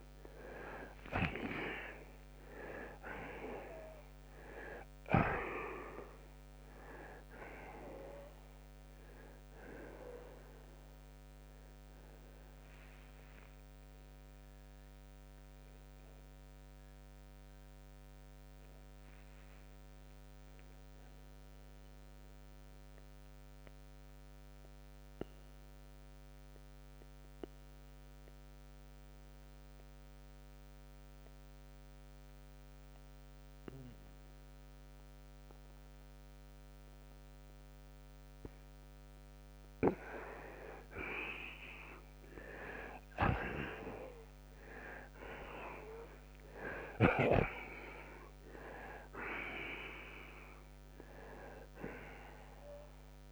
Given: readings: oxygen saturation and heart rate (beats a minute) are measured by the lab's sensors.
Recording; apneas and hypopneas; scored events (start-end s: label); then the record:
breathing in sleep by a microphone on the trachea; 1
0.00-5.50 s: arousal
18.00-39.50 s: mixed apnea (oxygen 93% before, 83% lowest)
21.50-46.50 s: oxygen desaturation (device-marked, oxygen 91% before, 83% lowest)
41.50-47.50 s: arousal
From the record:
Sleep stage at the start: N2 (light sleep); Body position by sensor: on the right side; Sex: male